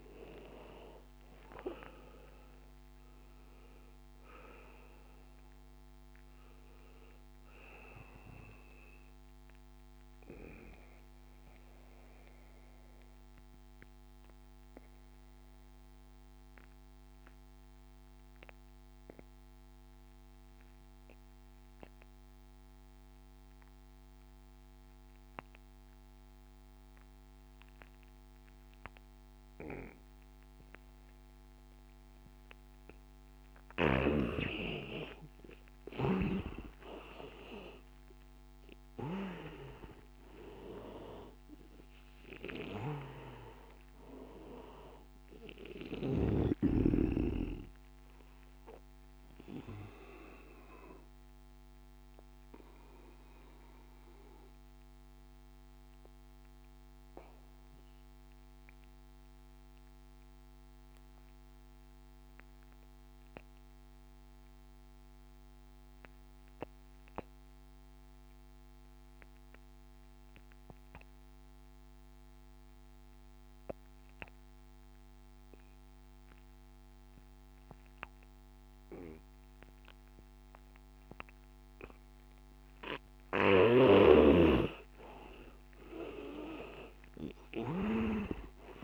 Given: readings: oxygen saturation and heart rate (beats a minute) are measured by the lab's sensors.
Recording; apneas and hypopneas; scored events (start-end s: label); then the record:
breathing in sleep by a microphone on the trachea; 2
0.00-15.00 s: oxygen desaturation (device-marked, oxygen 86% lowest, heart rate 83 extreme)
8.00-34.00 s: obstructive apnea (oxygen 99% before, 85% lowest, heart rate 91 before, 83 extreme, up 7 after)
31.00-60.00 s: oxygen desaturation (device-marked, oxygen 99% before, 85% lowest, heart rate 85 before, 73 extreme)
35.50-39.50 s: arousal
50.00-84.00 s: obstructive apnea (oxygen 99% before, 81% lowest, heart rate 87 before, 73 extreme, up 17 after)
70.00-88.84 s: oxygen desaturation (device-marked, oxygen 99% before, 81% lowest, heart rate 85 before, 73 extreme)
86.00-88.84 s: arousal
From the record:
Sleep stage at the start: N2 (light sleep); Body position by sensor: on the back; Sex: male